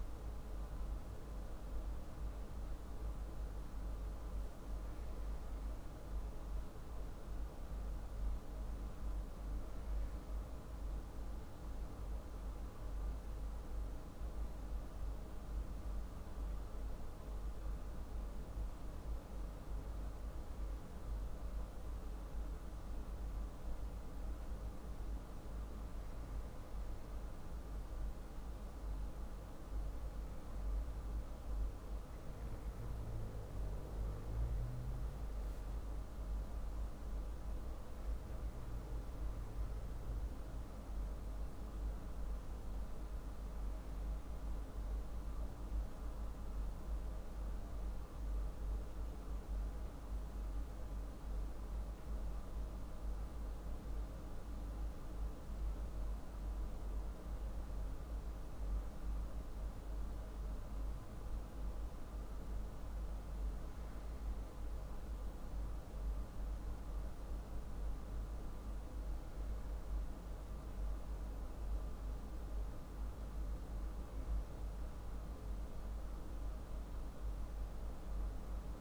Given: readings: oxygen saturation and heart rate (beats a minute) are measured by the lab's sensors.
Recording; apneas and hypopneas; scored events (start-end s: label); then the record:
breathing in sleep, hard to hear, by a room microphone; none
none scored
From the record:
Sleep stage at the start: N2 (light sleep); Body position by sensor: on the back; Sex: male